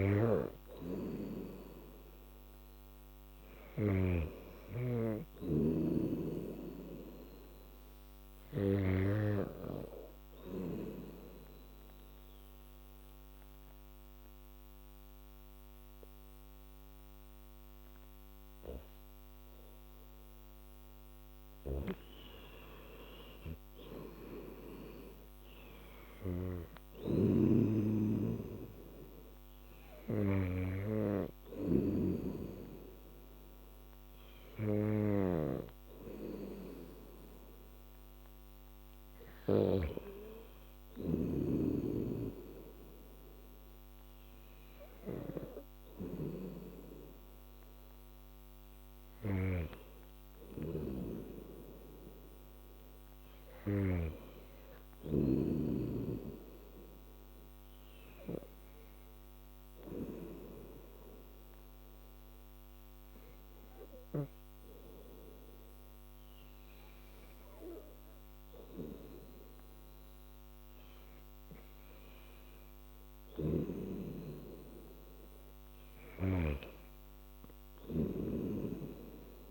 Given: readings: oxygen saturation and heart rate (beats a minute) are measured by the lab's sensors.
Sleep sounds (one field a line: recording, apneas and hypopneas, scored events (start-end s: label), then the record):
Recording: breathing in sleep by a microphone on the trachea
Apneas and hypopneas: 2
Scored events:
0.00-4.50 s: snoring (device-marked)
10.50-21.00 s: obstructive apnea (oxygen 97% before, 93% lowest, heart rate 84 before, 66 extreme, up 16 after)
23.00-27.00 s: arousal
27.00-41.50 s: snoring (device-marked)
36.50-45.50 s: oxygen desaturation (device-marked, oxygen 96% before, 93% lowest, heart rate 73 before, 79 extreme)
50.50-55.50 s: snoring (device-marked)
57.50-71.00 s: hypopnea (oxygen 98% before, 94% lowest, heart rate 80 before, 79 extreme, up 2 after)
72.50-76.00 s: arousal
73.00-79.50 s: snoring (device-marked)
From the record:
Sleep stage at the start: N2 (light sleep)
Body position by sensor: on the back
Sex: female